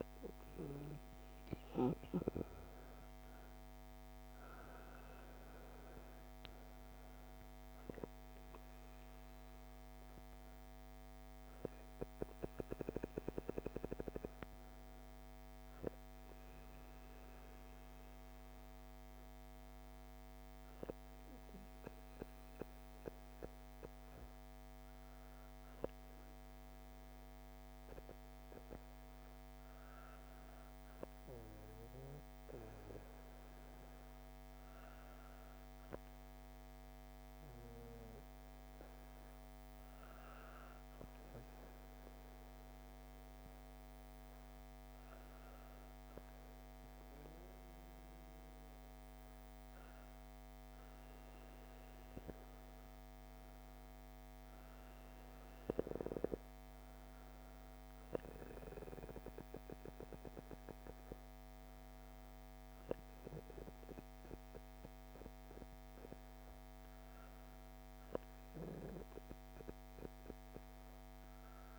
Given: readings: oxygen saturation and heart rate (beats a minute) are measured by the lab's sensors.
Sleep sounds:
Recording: breathing in sleep by a microphone on the trachea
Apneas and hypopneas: none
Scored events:
none scored
From the record:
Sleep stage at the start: N2 (light sleep)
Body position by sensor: on the back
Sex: female

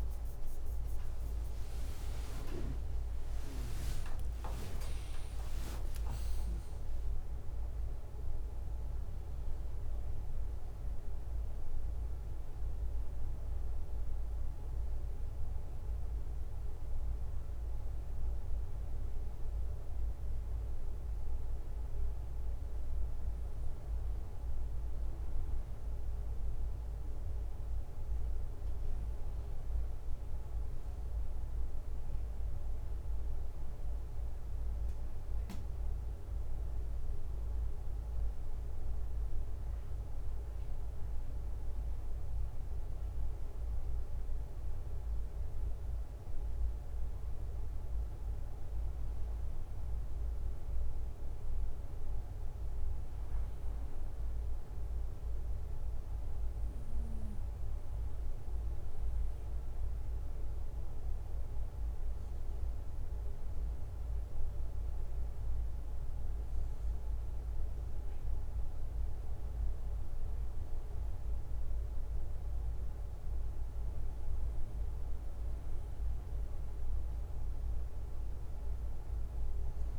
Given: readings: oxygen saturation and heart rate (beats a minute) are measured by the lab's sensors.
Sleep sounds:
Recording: breathing in sleep, hard to hear, by a room microphone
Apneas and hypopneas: none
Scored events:
0.50-5.50 s: arousal
2.50-16.50 s: drop in pulse transit time (device-marked, heart rate 72 before, 77 extreme)
11.50-79.98 s: new sleep stage, N2 (light sleep)
From the record:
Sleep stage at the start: N1 (lightest sleep)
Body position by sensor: on the right side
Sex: male

